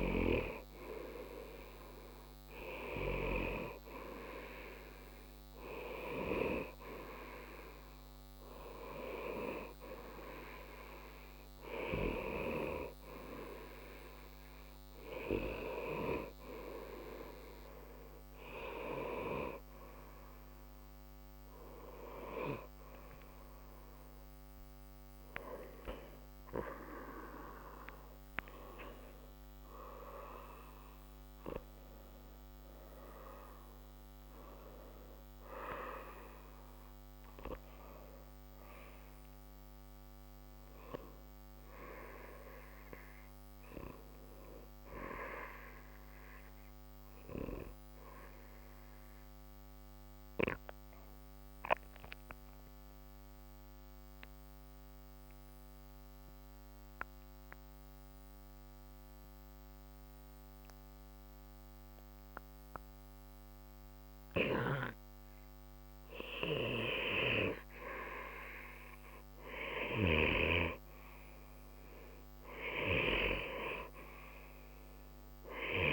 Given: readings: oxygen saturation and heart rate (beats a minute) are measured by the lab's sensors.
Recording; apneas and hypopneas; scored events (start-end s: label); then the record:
breathing in sleep by a microphone on the trachea; none
22.50-27.50 s: arousal
73.50-75.93 s: oxygen desaturation (device-marked, oxygen 95% before, 89% lowest, heart rate 63 before, 62 extreme)
From the record:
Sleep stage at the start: N2 (light sleep); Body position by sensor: on the right side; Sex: male